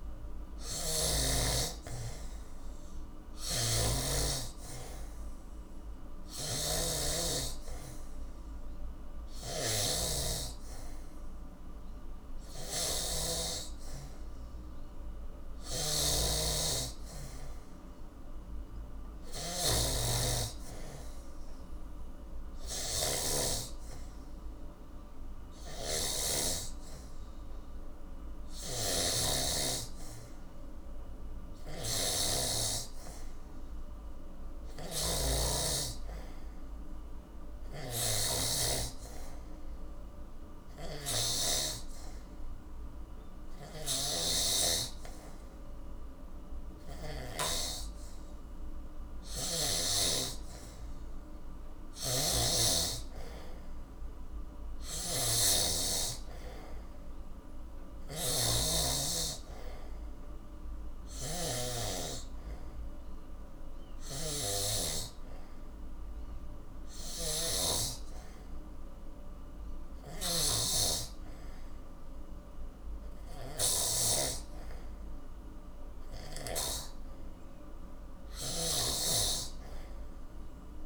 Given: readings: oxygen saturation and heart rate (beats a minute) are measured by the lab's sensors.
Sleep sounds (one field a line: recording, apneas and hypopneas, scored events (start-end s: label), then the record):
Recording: breathing in sleep by a room microphone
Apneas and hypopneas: none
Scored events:
0.50-26.50 s: snoring (device-marked)
28.50-47.50 s: snoring (device-marked)
52.00-80.85 s: snoring (device-marked)
From the record:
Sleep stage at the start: N3 (deep sleep)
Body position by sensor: on the back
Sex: male